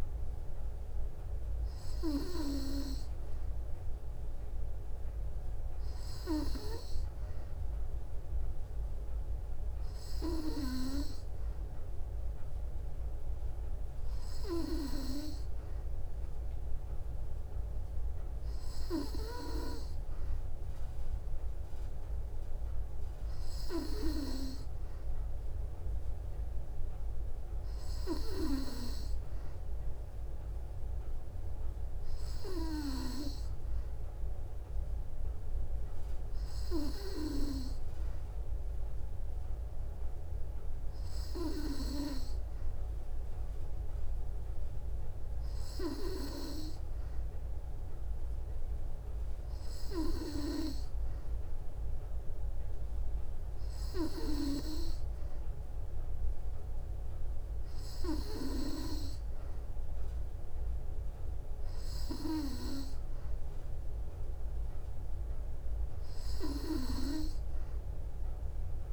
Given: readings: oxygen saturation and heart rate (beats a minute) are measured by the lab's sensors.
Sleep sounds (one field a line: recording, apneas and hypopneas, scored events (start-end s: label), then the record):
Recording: breathing in sleep by a room microphone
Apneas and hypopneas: none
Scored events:
none scored
From the record:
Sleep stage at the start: N2 (light sleep)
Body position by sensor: on the back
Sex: female